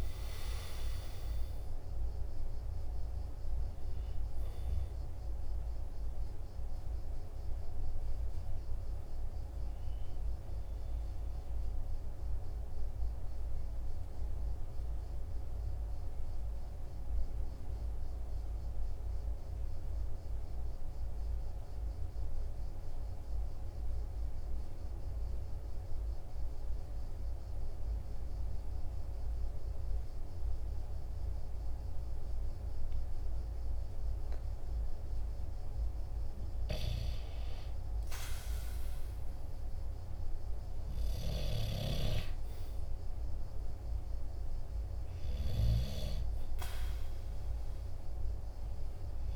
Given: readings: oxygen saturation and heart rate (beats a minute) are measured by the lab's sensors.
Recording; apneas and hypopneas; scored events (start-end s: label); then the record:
breathing in sleep by a room microphone; 1
0.00-32.50 s: oxygen desaturation (device-marked, oxygen 91% lowest, heart rate 41 extreme)
12.00-35.00 s: mixed apnea (oxygen 98% before, 91% lowest, heart rate 48 before, 43 extreme, up 2 after)
37.00-41.50 s: arousal
From the record:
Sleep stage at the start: N2 (light sleep); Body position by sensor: on the right side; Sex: male